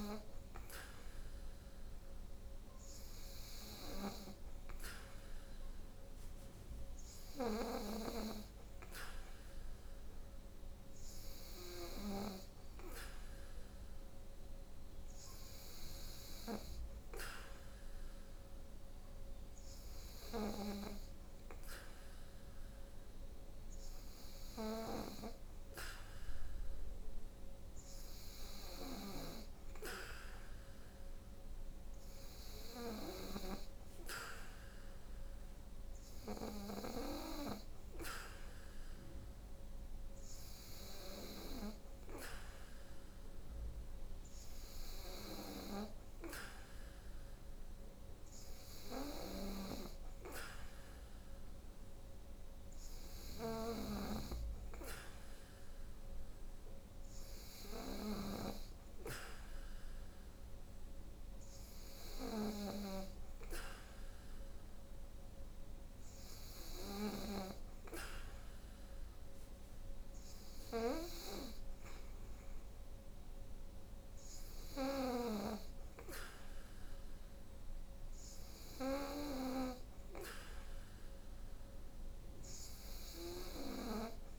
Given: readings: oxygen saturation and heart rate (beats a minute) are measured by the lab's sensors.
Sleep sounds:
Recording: breathing in sleep by a room microphone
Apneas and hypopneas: none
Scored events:
none scored
From the record:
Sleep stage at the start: N2 (light sleep)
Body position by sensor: on the back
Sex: female

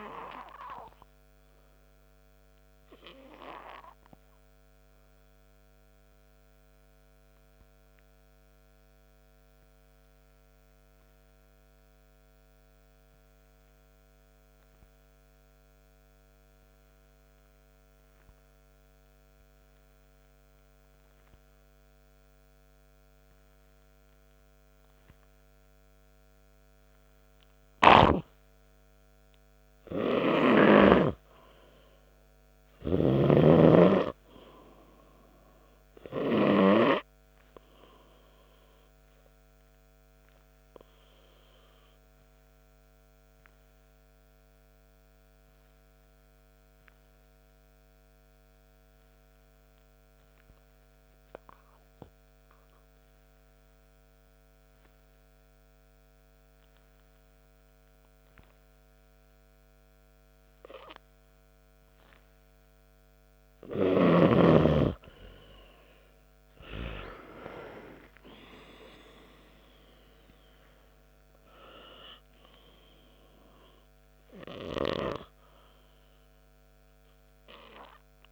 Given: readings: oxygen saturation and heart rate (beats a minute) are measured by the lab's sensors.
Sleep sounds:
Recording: breathing in sleep by a microphone on the trachea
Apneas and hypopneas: 2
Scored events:
2.00-27.50 s: obstructive apnea (oxygen 97% before, 90% lowest, heart rate 67 before, 56 extreme, up 2 after)
9.50-19.50 s: oxygen desaturation (device-marked, oxygen 97% before, 92% lowest, heart rate 71 before, 56 extreme)
33.00-37.50 s: arousal
43.00-64.00 s: obstructive apnea (oxygen 100% before, 90% lowest, heart rate 66 before, 59 extreme, up 11 after)
56.50-75.50 s: oxygen desaturation (device-marked, oxygen 97% before, 90% lowest, heart rate 72 before, 59 extreme)
69.00-73.50 s: arousal
From the record:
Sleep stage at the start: N2 (light sleep)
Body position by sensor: on the back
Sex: male

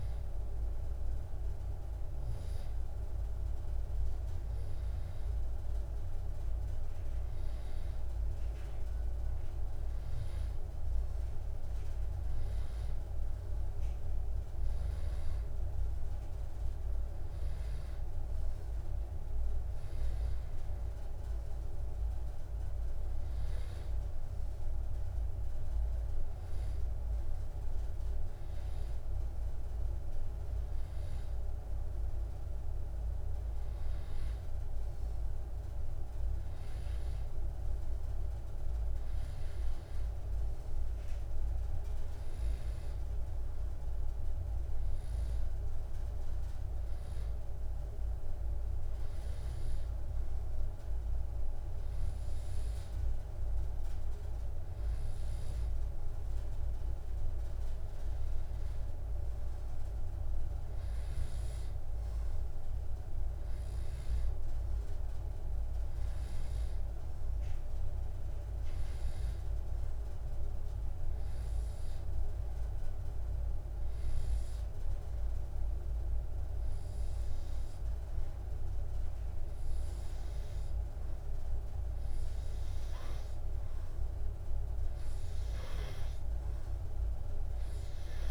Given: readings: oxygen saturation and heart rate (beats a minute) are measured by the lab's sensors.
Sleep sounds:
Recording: breathing in sleep, hard to hear, by a room microphone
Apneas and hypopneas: none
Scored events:
none scored
From the record:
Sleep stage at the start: N2 (light sleep)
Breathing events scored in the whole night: 145 in 4.9 hours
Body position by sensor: on the back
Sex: male

